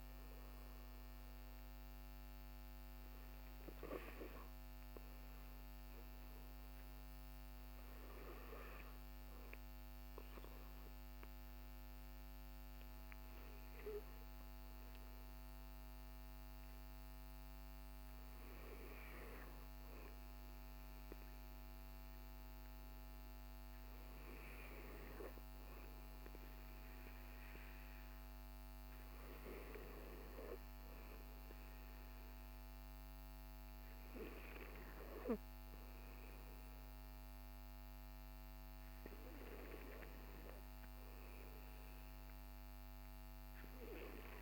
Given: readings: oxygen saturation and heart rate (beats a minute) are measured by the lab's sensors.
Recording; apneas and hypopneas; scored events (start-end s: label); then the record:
breathing in sleep by a microphone on the trachea; none
none scored
From the record:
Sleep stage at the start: N2 (light sleep); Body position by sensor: on the back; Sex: male